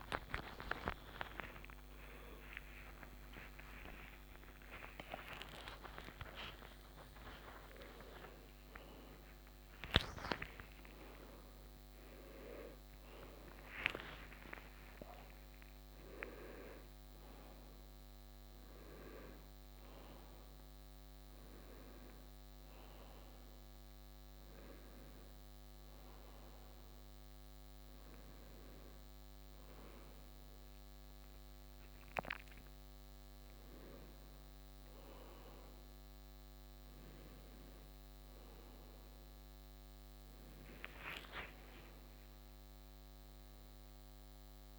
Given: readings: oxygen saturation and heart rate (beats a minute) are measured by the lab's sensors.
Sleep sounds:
a person awake in a sleep study, by a microphone on the trachea; none
none scored
From the record:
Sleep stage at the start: awake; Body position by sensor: on the right side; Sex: male

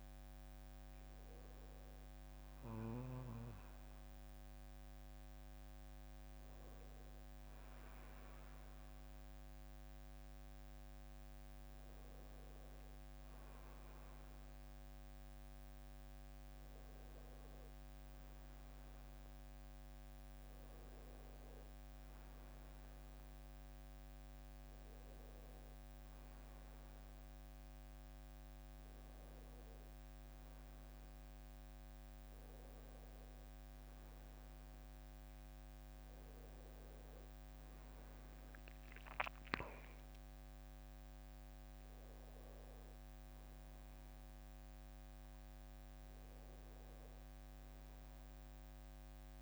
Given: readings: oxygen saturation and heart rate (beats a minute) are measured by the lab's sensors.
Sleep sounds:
a person awake in a sleep study, hard to hear, by a microphone on the trachea; none
none scored
From the record:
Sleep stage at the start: awake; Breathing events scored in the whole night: 77 in 4.9 hours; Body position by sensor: on the back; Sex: male

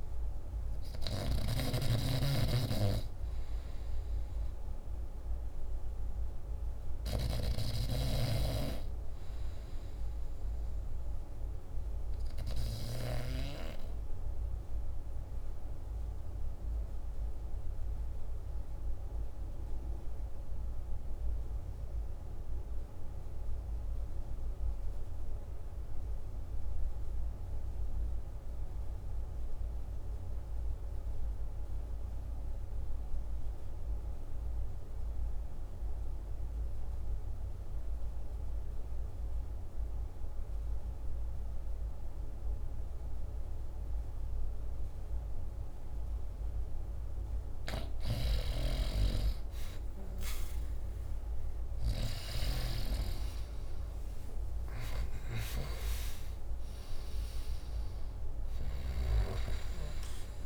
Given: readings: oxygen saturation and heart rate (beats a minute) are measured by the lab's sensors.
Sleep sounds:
breathing in sleep by a room microphone; 1
0.00-7.50 s: snoring (device-marked)
0.00-16.50 s: oxygen desaturation (device-marked, oxygen 86% lowest, heart rate 50 extreme)
16.50-46.00 s: obstructive apnea (oxygen 98% before, 76% lowest, heart rate 55 before, 51 extreme, up 13 after)
32.50-60.45 s: oxygen desaturation (device-marked, oxygen 98% before, 76% lowest, heart rate 52 before, 50 extreme)
49.00-54.00 s: arousal
From the record:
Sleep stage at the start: REM sleep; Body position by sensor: on the back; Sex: male

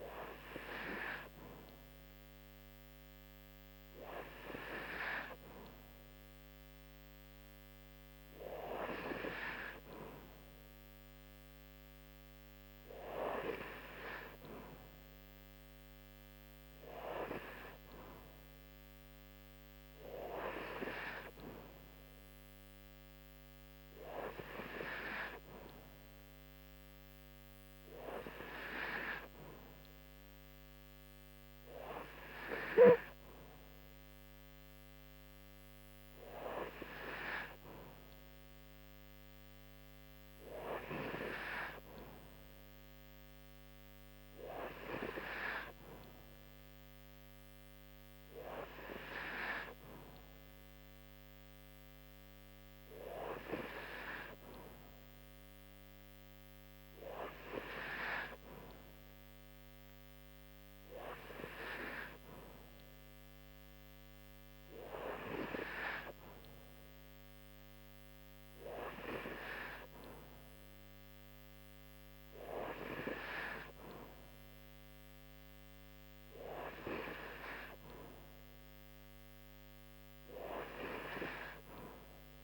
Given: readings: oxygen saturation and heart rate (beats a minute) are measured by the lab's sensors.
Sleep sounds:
breathing in sleep by a microphone on the trachea; none
none scored
From the record:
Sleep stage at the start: N2 (light sleep); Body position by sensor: on the right side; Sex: female

